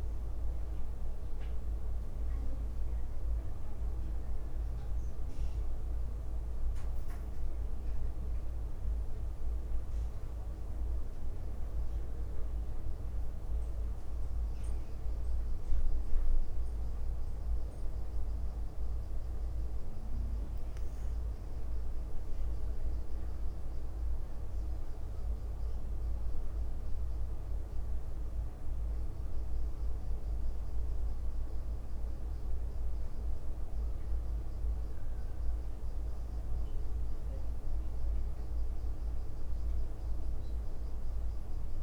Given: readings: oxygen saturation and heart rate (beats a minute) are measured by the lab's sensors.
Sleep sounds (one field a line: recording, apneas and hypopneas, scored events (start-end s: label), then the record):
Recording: breathing in sleep, hard to hear, by a room microphone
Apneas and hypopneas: none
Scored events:
10.00-16.50 s: leg movement (device-marked)
18.00-20.00 s: leg movement (device-marked)
21.50-27.50 s: leg movement (device-marked)
28.00-29.00 s: leg movement (device-marked)
31.00-35.00 s: leg movement (device-marked)
35.00-37.00 s: leg movement (device-marked)
37.00-38.50 s: leg movement (device-marked)
39.50-41.50 s: leg movement (device-marked)
From the record:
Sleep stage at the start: N2 (light sleep)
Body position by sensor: on the right side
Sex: female